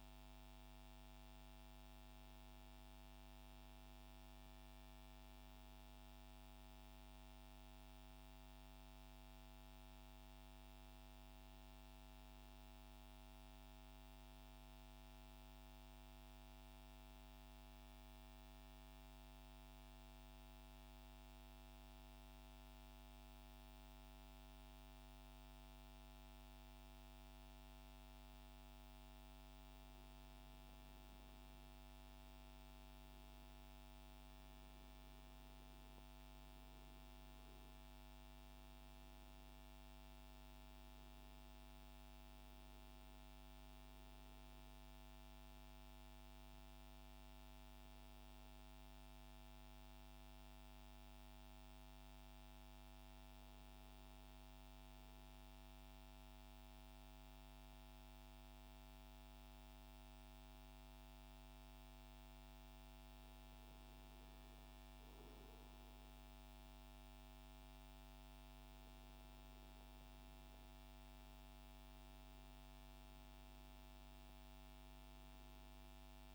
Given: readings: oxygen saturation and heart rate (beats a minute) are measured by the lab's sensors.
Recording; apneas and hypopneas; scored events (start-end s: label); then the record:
breathing in sleep, hard to hear, by a microphone on the trachea; 2
8.50-12.50 s: arousal
16.50-29.00 s: central apnea (oxygen 96% before, 92% lowest, heart rate 173 before, 165 extreme, up 15 after)
30.50-34.50 s: arousal
33.50-50.50 s: oxygen desaturation (device-marked, oxygen 96% before, 92% lowest, heart rate 187 before, 143 extreme)
46.00-63.00 s: obstructive apnea (oxygen 97% before, 93% lowest, heart rate 181 before, 130 extreme)
65.00-69.00 s: arousal
From the record:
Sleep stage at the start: N2 (light sleep); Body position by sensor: on the back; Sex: male